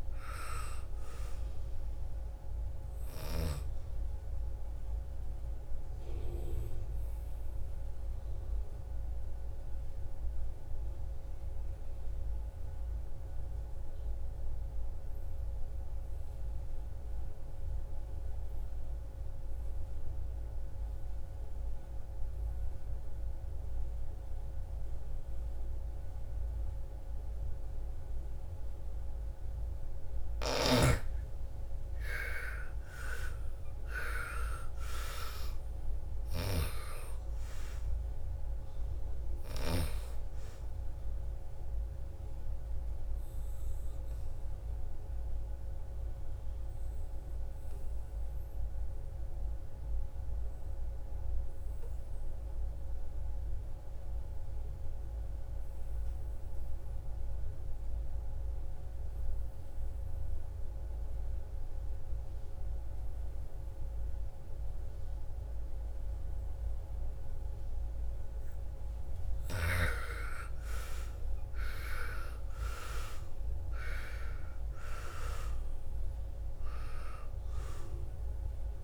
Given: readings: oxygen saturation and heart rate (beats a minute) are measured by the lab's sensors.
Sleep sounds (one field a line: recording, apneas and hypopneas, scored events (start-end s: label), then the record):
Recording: breathing in sleep by a room microphone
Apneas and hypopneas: 2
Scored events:
0.00-21.00 s: oxygen desaturation (device-marked, oxygen 87% lowest, heart rate 57 extreme)
4.00-28.00 s: obstructive apnea (oxygen 98% before, 80% lowest, heart rate 60 before, 57 extreme, up 12 after)
30.00-39.50 s: snoring (device-marked)
31.00-34.50 s: arousal
31.00-54.00 s: oxygen desaturation (device-marked, oxygen 99% before, 82% lowest, heart rate 58 before, 54 extreme)
43.00-68.50 s: obstructive apnea (oxygen 99% before, 76% lowest, heart rate 64 before, 54 extreme, up 20 after)
65.00-78.84 s: oxygen desaturation (device-marked, oxygen 99% before, 80% lowest, heart rate 58 before, 55 extreme)
72.00-76.00 s: arousal
From the record:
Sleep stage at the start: N2 (light sleep)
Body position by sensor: on the back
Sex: female